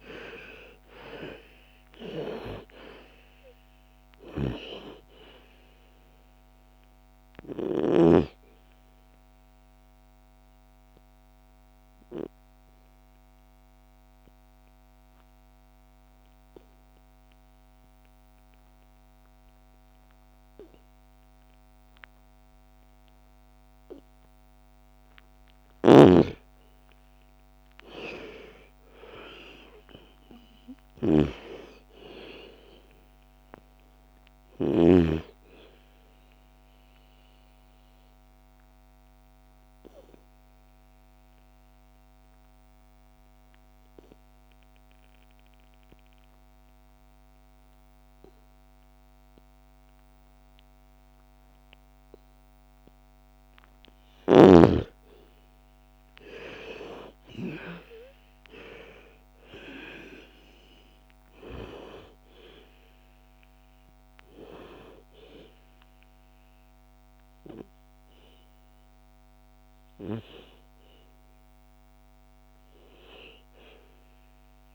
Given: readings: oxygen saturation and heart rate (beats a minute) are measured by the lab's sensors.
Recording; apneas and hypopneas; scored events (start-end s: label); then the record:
breathing in sleep by a microphone on the trachea; 2
0.00-1.00 s: arousal
0.00-19.50 s: oxygen desaturation (device-marked, oxygen 79% lowest, heart rate 57 extreme)
3.50-7.50 s: snoring (device-marked)
8.50-25.00 s: obstructive apnea (oxygen 99% before, 79% lowest, heart rate 63 before, 56 extreme, up 10 after)
25.00-34.50 s: snoring (device-marked)
26.50-30.50 s: arousal
33.50-45.50 s: oxygen desaturation (device-marked, oxygen 99% before, 90% lowest, heart rate 61 before, 55 extreme)
36.50-53.00 s: obstructive apnea (oxygen 99% before, 81% lowest, heart rate 62 before, 55 extreme, up 15 after)
54.50-59.00 s: arousal
58.50-72.50 s: oxygen desaturation (device-marked, oxygen 98% before, 86% lowest, heart rate 58 before, 54 extreme)
From the record:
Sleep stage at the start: N2 (light sleep); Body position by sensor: on the back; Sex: female